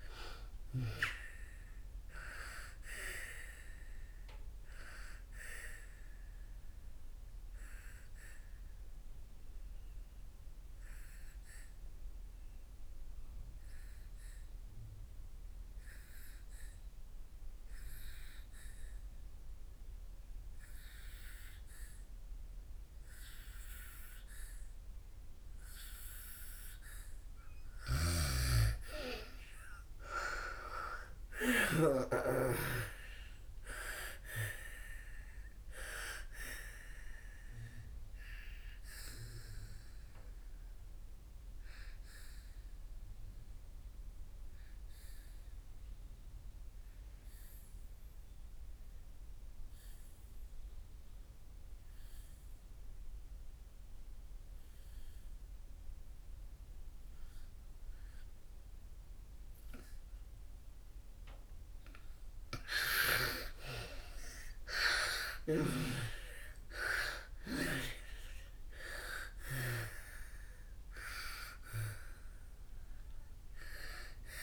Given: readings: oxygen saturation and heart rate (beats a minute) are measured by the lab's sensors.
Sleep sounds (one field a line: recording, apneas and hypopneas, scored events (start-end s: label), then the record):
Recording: breathing in sleep by a room microphone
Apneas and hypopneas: 2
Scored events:
0.00-18.00 s: oxygen desaturation (device-marked, oxygen 84% lowest, heart rate 60 extreme)
6.50-27.50 s: obstructive apnea (oxygen 98% before, 81% lowest, heart rate 70 before, 59 extreme, up 19 after)
27.50-32.50 s: snoring (device-marked)
28.50-32.00 s: arousal
30.00-56.00 s: oxygen desaturation (device-marked, oxygen 98% before, 84% lowest, heart rate 64 before, 59 extreme)
36.00-61.50 s: obstructive apnea (oxygen 98% before, 81% lowest, heart rate 66 before, 57 extreme, up 30 after)
58.00-74.43 s: oxygen desaturation (device-marked, oxygen 98% before, 81% lowest, heart rate 67 before, 57 extreme)
63.50-68.00 s: arousal
From the record:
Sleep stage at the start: N2 (light sleep)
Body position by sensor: on the back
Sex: female